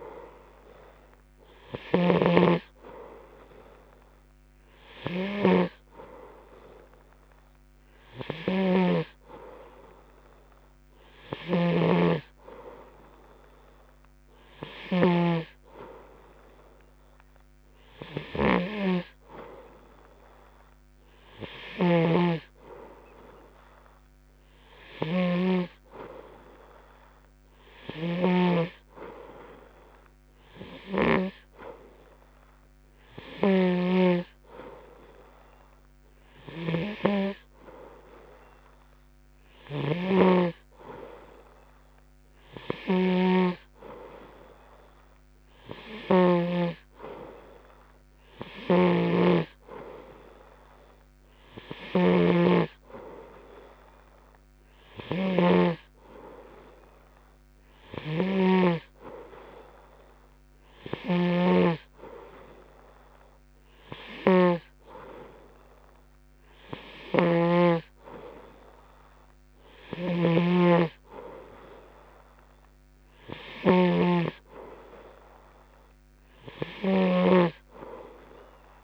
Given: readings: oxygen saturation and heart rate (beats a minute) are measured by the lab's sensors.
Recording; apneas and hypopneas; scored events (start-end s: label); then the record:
breathing in sleep by a microphone on the trachea; none
0.00-9.50 s: snoring (device-marked)
11.50-26.00 s: snoring (device-marked)
28.00-47.00 s: snoring (device-marked)
49.00-78.84 s: snoring (device-marked)
From the record:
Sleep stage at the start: N2 (light sleep); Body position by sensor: on the right side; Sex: male